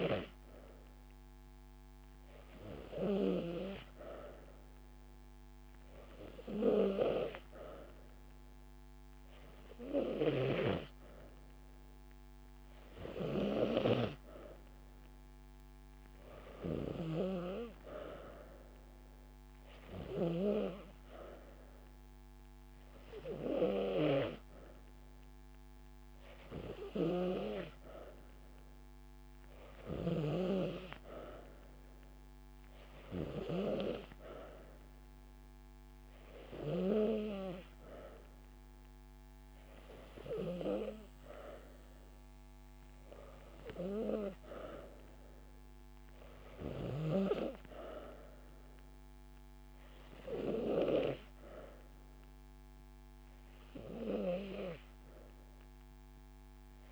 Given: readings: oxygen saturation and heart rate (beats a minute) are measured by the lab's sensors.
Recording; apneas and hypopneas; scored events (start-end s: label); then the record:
breathing in sleep by a microphone on the trachea; none
13.00-18.00 s: drop in pulse transit time (device-marked)
19.00-21.00 s: long interval between heartbeats (device-marked)
54.00-56.00 s: long interval between heartbeats (device-marked)
From the record:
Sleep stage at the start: N3 (deep sleep); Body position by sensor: on the back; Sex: female